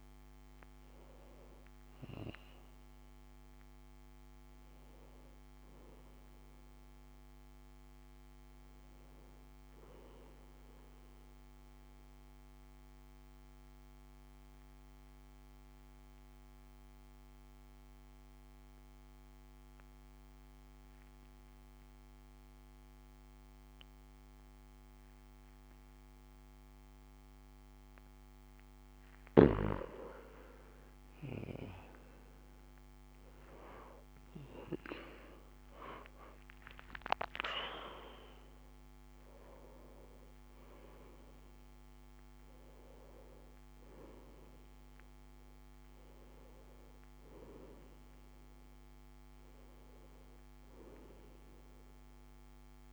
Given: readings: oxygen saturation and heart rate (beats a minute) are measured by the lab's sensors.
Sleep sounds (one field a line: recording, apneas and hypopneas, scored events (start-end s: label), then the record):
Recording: breathing in sleep by a microphone on the trachea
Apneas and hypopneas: 1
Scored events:
0.00-15.00 s: oxygen desaturation (device-marked, oxygen 87% lowest, heart rate 56 extreme)
10.00-28.50 s: obstructive apnea (oxygen 92% before, 89% lowest, heart rate 64 before, 56 extreme, up 7 after)
14.00-52.93 s: new sleep stage, N2 (light sleep)
30.50-36.00 s: arousal
34.00-52.93 s: oxygen desaturation (device-marked, oxygen 97% before, 91% lowest, heart rate 58 before, 54 extreme)
From the record:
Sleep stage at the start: N1 (lightest sleep)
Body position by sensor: on the back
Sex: male